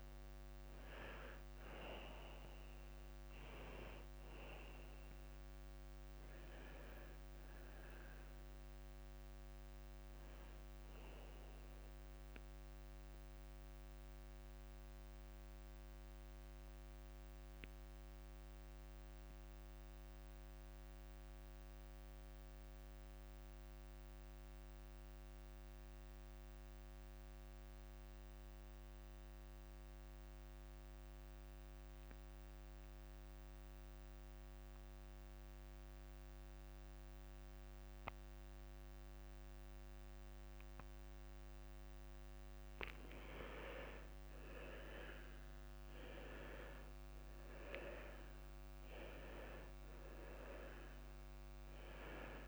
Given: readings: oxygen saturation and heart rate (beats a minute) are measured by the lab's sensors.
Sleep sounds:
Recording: breathing in sleep by a microphone on the trachea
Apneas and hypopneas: 1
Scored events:
0.00-23.00 s: oxygen desaturation (device-marked, oxygen 88% lowest, heart rate 50 extreme)
14.50-41.50 s: mixed apnea (oxygen 94% before, 88% lowest, heart rate 56 before, 50 extreme, up 7 after)
41.00-52.48 s: oxygen desaturation (device-marked, oxygen 98% before, 89% lowest, heart rate 52 before, 51 extreme)
44.50-48.50 s: arousal
From the record:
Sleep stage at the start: N2 (light sleep)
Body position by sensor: on the left side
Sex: male

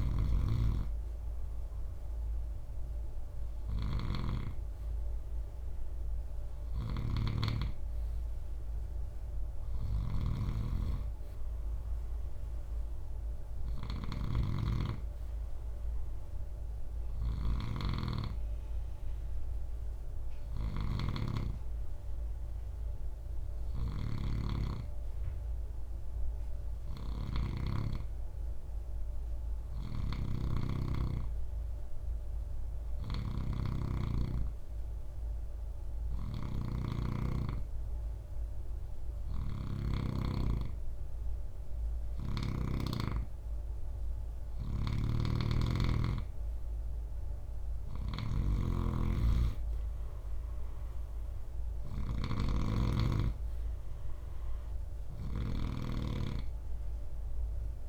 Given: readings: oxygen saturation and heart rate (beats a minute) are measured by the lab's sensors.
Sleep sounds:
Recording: breathing in sleep by a room microphone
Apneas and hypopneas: 1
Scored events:
0.00-3.50 s: snoring (device-marked)
5.50-27.00 s: snoring (device-marked)
29.00-42.00 s: snoring (device-marked)
31.00-44.00 s: hypopnea (oxygen 96% before, 93% lowest, heart rate 66 before, 69 extreme, up 6 after)
44.00-57.89 s: snoring (device-marked)
47.50-51.00 s: arousal
From the record:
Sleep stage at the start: N2 (light sleep)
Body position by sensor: on the right side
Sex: male

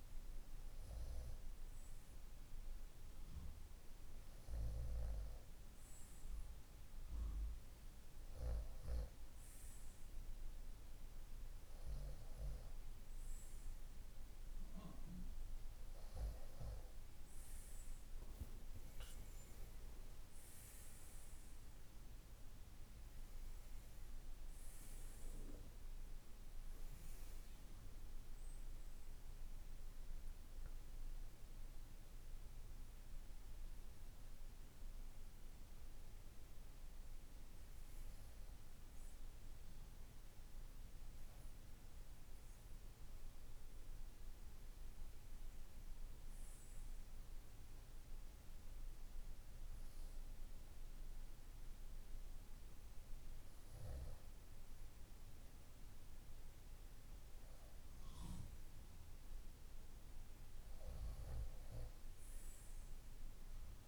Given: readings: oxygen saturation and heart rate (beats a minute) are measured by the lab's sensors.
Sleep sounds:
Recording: breathing in sleep, hard to hear, by a room microphone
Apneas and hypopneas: none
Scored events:
15.00-41.00 s: oxygen desaturation (device-marked, oxygen 96% before, 92% lowest, heart rate 54 before, 55 extreme)
18.50-20.50 s: long interval between heartbeats (device-marked, heart rate 54 before, 70 extreme)
26.00-28.00 s: long interval between heartbeats (device-marked, heart rate 64 before, 74 extreme)
From the record:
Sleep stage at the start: N2 (light sleep)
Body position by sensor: on the right side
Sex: male

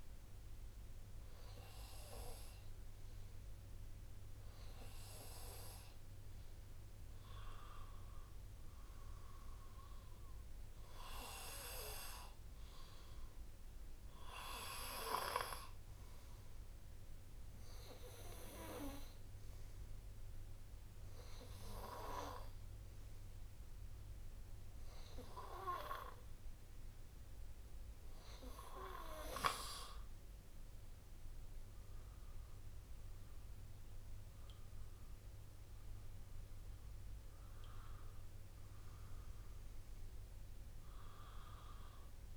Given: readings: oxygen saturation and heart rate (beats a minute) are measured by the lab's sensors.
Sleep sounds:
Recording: breathing in sleep by a room microphone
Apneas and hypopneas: none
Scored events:
32.00-36.50 s: arousal
34.00-36.00 s: long interval between heartbeats (device-marked, heart rate 60 before, 63 extreme)
From the record:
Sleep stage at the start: N2 (light sleep)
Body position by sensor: on the right side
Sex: male

